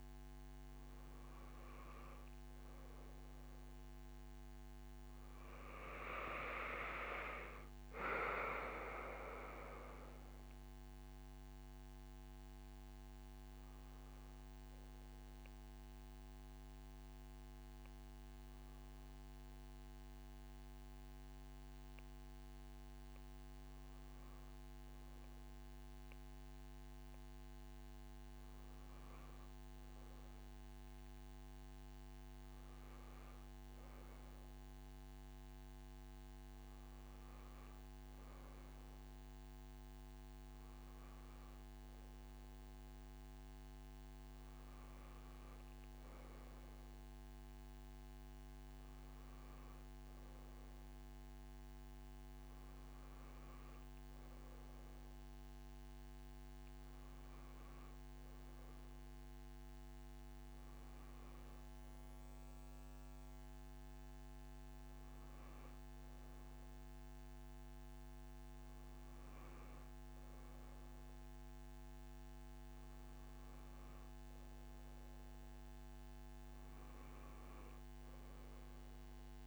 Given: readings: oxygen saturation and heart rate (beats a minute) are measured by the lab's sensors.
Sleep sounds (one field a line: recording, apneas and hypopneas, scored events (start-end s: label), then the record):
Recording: a person awake in a sleep study, hard to hear, by a microphone on the trachea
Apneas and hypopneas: none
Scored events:
14.00-32.00 s: oxygen desaturation (device-marked, oxygen 96% before, 93% lowest)
From the record:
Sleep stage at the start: awake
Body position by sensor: on the back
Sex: female